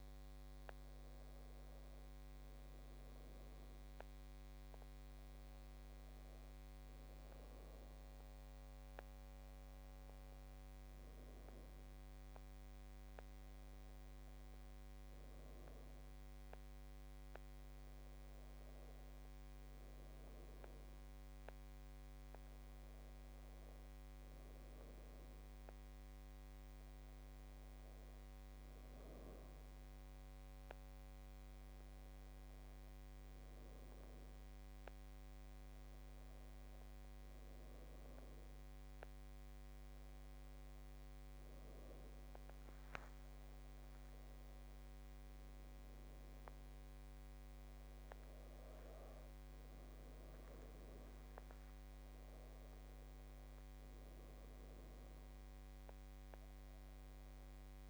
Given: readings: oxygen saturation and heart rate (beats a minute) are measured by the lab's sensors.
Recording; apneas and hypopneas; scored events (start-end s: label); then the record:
breathing in sleep, hard to hear, by a microphone on the trachea; none
43.50-48.50 s: arousal
52.00-57.90 s: new sleep stage, N2 (light sleep)
From the record:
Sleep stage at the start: N1 (lightest sleep); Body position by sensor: on the back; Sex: female